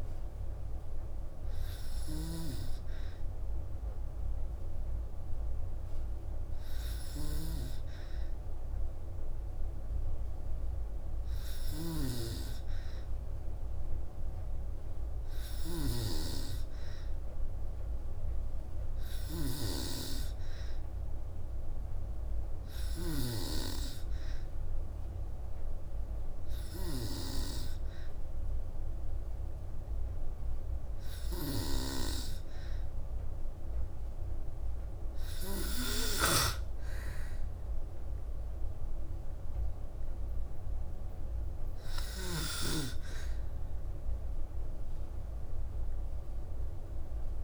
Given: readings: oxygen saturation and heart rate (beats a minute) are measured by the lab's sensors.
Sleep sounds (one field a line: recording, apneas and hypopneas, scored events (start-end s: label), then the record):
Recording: breathing in sleep by a room microphone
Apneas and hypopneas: none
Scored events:
1.50-35.00 s: snoring (device-marked)
41.50-47.44 s: snoring (device-marked)
From the record:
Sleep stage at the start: N2 (light sleep)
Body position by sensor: on the back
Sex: female